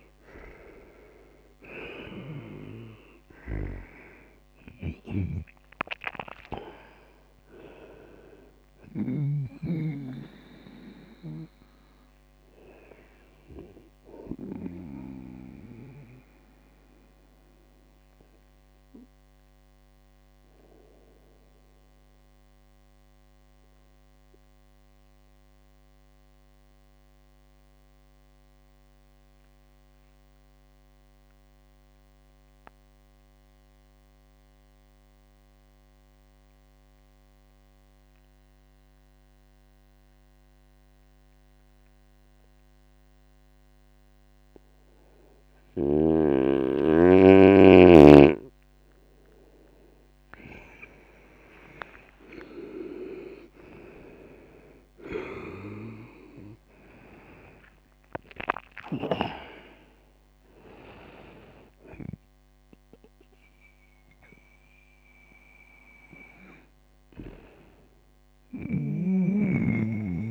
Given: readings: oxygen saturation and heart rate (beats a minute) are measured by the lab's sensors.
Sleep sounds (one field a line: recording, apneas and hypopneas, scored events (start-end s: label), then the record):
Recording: breathing in sleep by a microphone on the trachea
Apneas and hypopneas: 1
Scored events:
0.00-1.00 s: arousal
0.00-2.50 s: snoring (device-marked)
3.00-14.00 s: oxygen desaturation (device-marked, oxygen 99% before, 96% lowest, heart rate 72 before, 65 extreme)
4.50-9.00 s: snoring (device-marked)
21.50-45.00 s: obstructive apnea (oxygen 99% before, 94% lowest, heart rate 74 before, 66 extreme, up 5 after)
51.00-56.50 s: arousal
51.00-67.00 s: oxygen desaturation (device-marked, oxygen 99% before, 94% lowest, heart rate 74 before, 62 extreme)
From the record:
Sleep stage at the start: N2 (light sleep)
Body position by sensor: on the right side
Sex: male